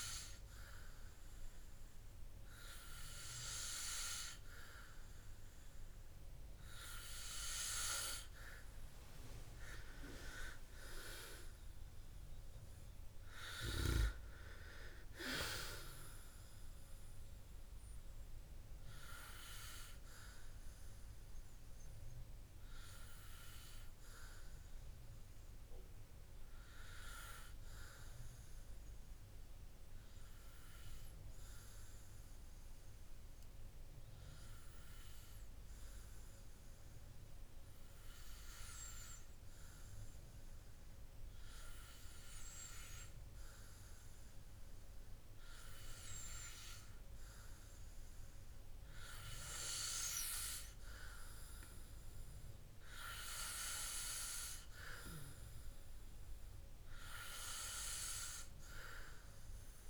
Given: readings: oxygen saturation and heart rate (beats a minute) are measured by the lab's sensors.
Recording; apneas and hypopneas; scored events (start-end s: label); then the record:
breathing in sleep by a room microphone; 1
10.50-14.50 s: arousal
28.00-46.00 s: hypopnea (oxygen 96% before, 93% lowest, heart rate 68 before, 57 extreme, up 12 after)
48.50-52.50 s: arousal
From the record:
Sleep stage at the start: N2 (light sleep); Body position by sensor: on the back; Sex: male